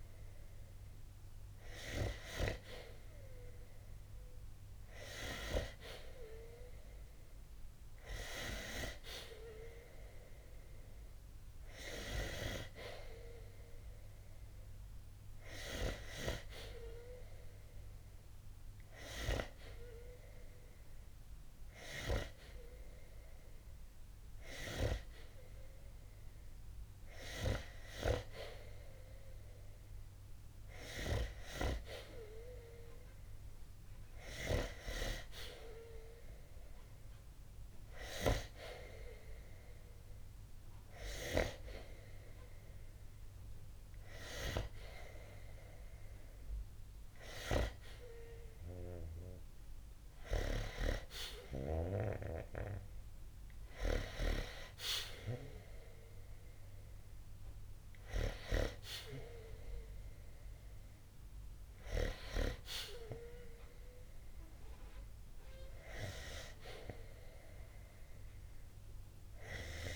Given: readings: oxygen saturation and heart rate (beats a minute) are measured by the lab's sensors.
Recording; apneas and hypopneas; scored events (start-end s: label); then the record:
breathing in sleep by a room microphone; none
none scored
From the record:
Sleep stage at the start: N2 (light sleep); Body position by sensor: on the back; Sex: male